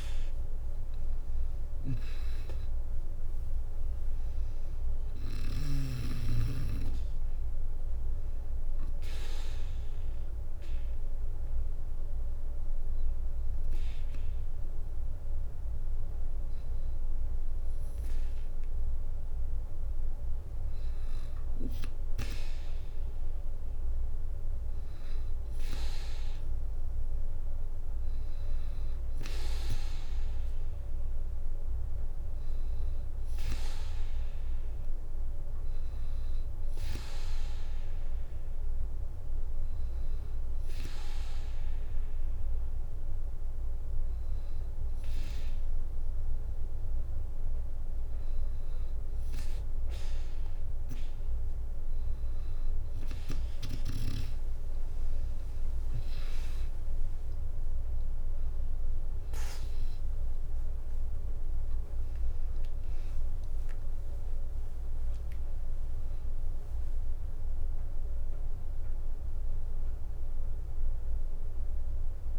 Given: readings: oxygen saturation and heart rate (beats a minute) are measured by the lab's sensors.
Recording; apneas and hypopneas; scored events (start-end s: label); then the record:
breathing in sleep by a room microphone; 1
1.00-3.00 s: long interval between heartbeats (device-marked, heart rate 61 before, 70 extreme)
2.00-19.00 s: drop in pulse transit time (device-marked, heart rate 62 before, 59 extreme)
8.00-18.50 s: hypopnea (oxygen 97% before, 94% lowest, heart rate 66 before, 59 extreme, up 2 after)
20.50-24.50 s: arousal
55.00-72.38 s: drop in pulse transit time (device-marked, heart rate 63 before, 62 extreme)
62.50-64.50 s: long interval between heartbeats (device-marked, heart rate 65 before, 77 extreme)
62.50-67.50 s: arousal
From the record:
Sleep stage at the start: N2 (light sleep); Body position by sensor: on the back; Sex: female